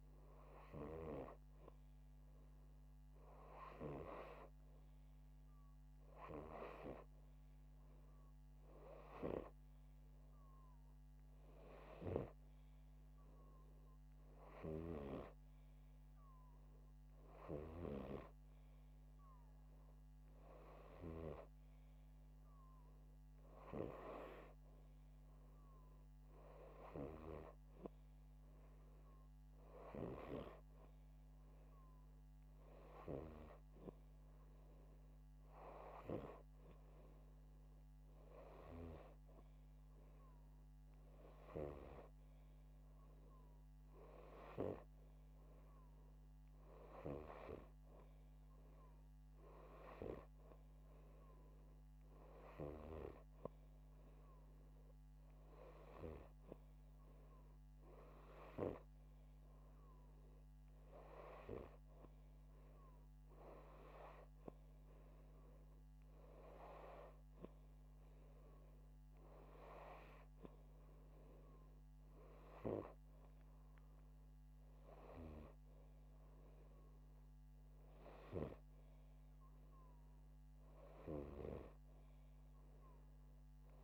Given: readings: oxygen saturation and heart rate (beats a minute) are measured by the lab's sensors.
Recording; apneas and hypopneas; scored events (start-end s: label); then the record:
breathing in sleep by a microphone on the trachea; none
none scored
From the record:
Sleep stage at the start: N2 (light sleep); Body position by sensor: upright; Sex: male